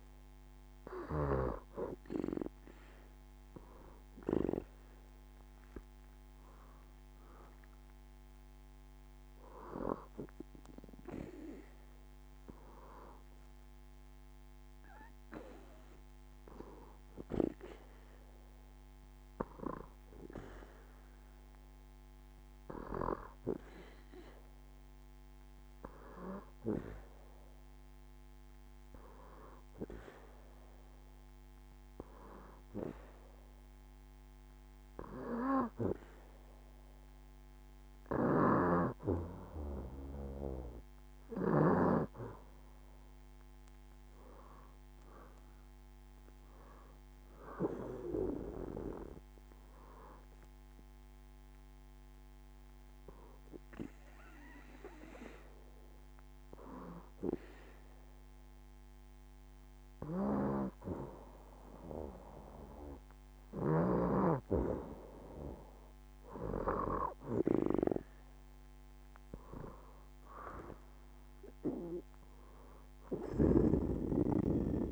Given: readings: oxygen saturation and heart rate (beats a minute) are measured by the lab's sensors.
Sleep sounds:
breathing in sleep by a microphone on the trachea; 2
0.00-10.00 s: oxygen desaturation (device-marked, oxygen 90% lowest, heart rate 71 extreme)
29.50-40.50 s: hypopnea (oxygen 92% before, 90% lowest, heart rate 73 before, 68 extreme, up 3 after)
43.00-46.00 s: arousal
50.00-62.50 s: hypopnea (oxygen 92% before, 90% lowest, heart rate 73 before, 68 extreme, up 5 after)
73.00-74.92 s: arousal
From the record:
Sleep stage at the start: N2 (light sleep); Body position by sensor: on the back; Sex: female

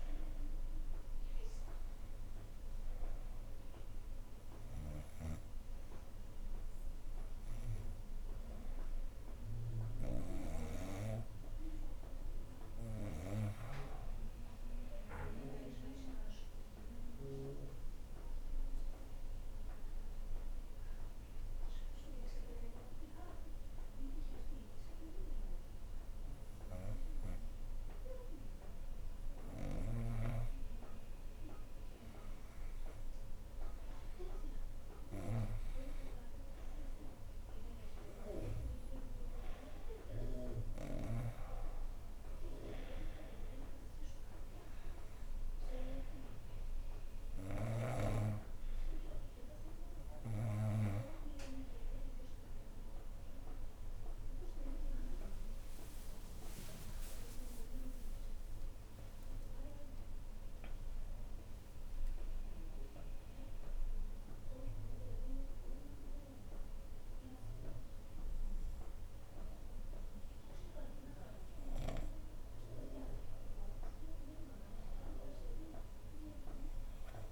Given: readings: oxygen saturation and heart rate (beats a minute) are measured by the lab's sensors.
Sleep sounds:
breathing in sleep by a room microphone; 1
4.50-10.50 s: snoring (device-marked)
15.00-19.50 s: arousal
23.00-35.00 s: hypopnea (oxygen 95% before, 93% lowest, heart rate 74 before, 73 extreme, up 5 after)
36.50-39.50 s: arousal
58.00-62.50 s: arousal
From the record:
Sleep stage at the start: N2 (light sleep); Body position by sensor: on the right side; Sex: female

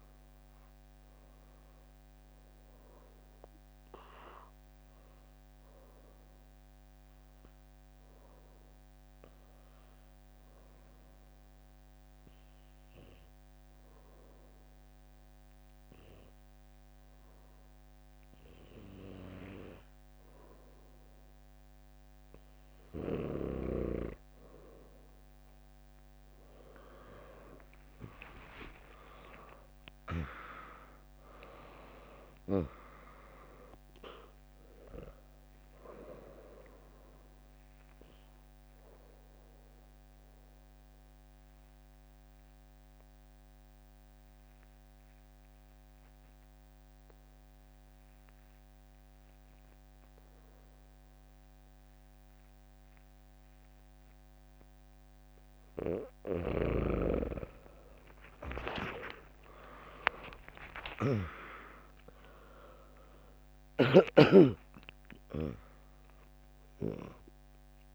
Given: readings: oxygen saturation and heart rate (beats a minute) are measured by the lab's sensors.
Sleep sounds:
breathing in sleep by a microphone on the trachea; 2
0.00-12.50 s: drop in pulse transit time (device-marked, heart rate 64 extreme)
0.00-13.50 s: oxygen desaturation (device-marked, oxygen 95% lowest, heart rate 58 extreme)
5.00-22.50 s: obstructive apnea (oxygen 99% before, 95% lowest, heart rate 74 before, 58 extreme, up 5 after)
28.50-48.50 s: oxygen desaturation (device-marked, oxygen 100% before, 96% lowest, heart rate 66 before, 59 extreme)
29.00-33.50 s: arousal
29.50-47.50 s: drop in pulse transit time (device-marked, heart rate 66 before, 63 extreme)
38.00-55.50 s: obstructive apnea (oxygen 100% before, 95% lowest, heart rate 66 before, 59 extreme, up 4 after)
51.50-53.50 s: bradycardia (device-marked, heart rate 80 before, 63 extreme)
58.50-64.00 s: arousal
58.50-64.00 s: snoring (device-marked)
63.50-67.95 s: drop in pulse transit time (device-marked, heart rate 68 before, 68 extreme)
63.50-67.95 s: oxygen desaturation (device-marked, oxygen 99% before, 95% lowest, heart rate 68 before, 61 extreme)
From the record:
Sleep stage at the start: N2 (light sleep); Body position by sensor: on the back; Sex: female

